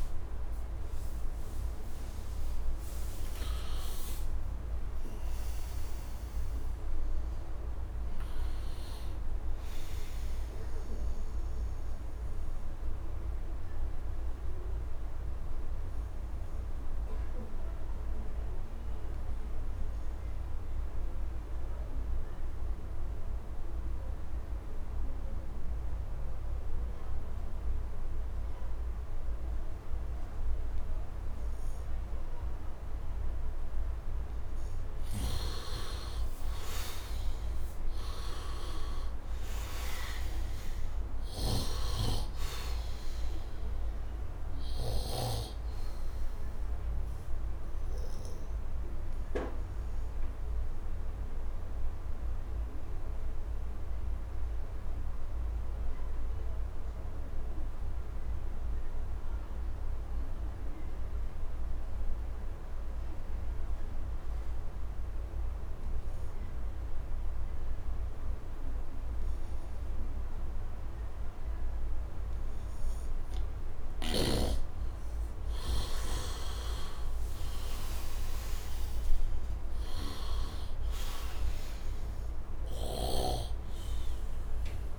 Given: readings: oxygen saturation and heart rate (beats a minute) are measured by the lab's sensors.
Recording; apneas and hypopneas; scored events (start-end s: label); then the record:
breathing in sleep by a room microphone; 2
0.00-16.00 s: oxygen desaturation (device-marked, oxygen 73% lowest, heart rate 71 extreme)
11.50-35.50 s: obstructive apnea (oxygen 94% before, 75% lowest, heart rate 83 before, 70 extreme, up 12 after)
34.00-60.00 s: oxygen desaturation (device-marked, oxygen 99% before, 80% lowest, heart rate 73 before, 70 extreme)
35.00-45.50 s: snoring (device-marked)
37.50-40.50 s: arousal
46.00-74.50 s: obstructive apnea (oxygen 100% before, 79% lowest, heart rate 78 before, 70 extreme, up 7 after)
68.00-84.99 s: oxygen desaturation (device-marked, oxygen 99% before, 79% lowest, heart rate 73 before, 71 extreme)
77.00-81.00 s: arousal
82.50-84.99 s: snoring (device-marked)
From the record:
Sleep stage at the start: N2 (light sleep); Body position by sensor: on the right side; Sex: male